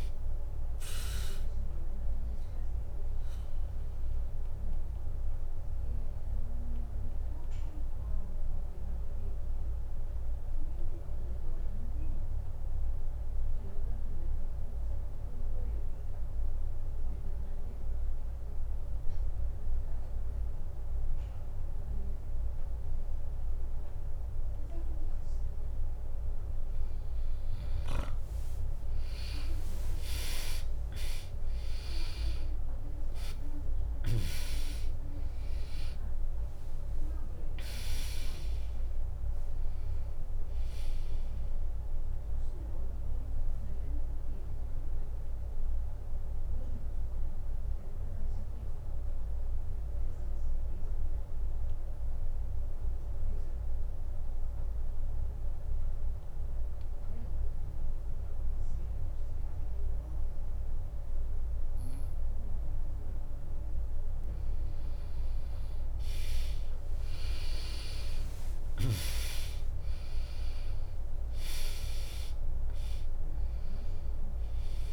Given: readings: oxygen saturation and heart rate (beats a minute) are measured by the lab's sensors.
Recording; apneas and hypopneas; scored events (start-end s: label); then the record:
breathing in sleep by a room microphone; 2
0.00-5.50 s: drop in pulse transit time (device-marked, heart rate 63 extreme)
0.00-20.50 s: oxygen desaturation (device-marked, oxygen 94% lowest, heart rate 59 extreme)
6.00-27.00 s: mixed apnea (oxygen 100% before, 94% lowest, heart rate 66 before, 59 extreme, up 14 after)
23.50-27.50 s: bradycardia (device-marked, heart rate 66 before, 59 extreme)
31.50-44.50 s: drop in pulse transit time (device-marked, heart rate 67 before, 59 extreme)
32.50-37.50 s: arousal
34.50-56.50 s: oxygen desaturation (device-marked, oxygen 99% before, 94% lowest, heart rate 66 before, 60 extreme)
35.00-37.00 s: long interval between heartbeats (device-marked, heart rate 66 before, 73 extreme)
45.00-63.50 s: obstructive apnea (oxygen 100% before, 94% lowest, heart rate 70 before, 60 extreme)
67.50-72.00 s: arousal
67.50-74.93 s: drop in pulse transit time (device-marked, heart rate 64 before, 60 extreme)
71.50-74.93 s: oxygen desaturation (device-marked, oxygen 99% before, 95% lowest, heart rate 64 before, 62 extreme)
From the record:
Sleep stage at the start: N2 (light sleep); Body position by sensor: on the back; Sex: female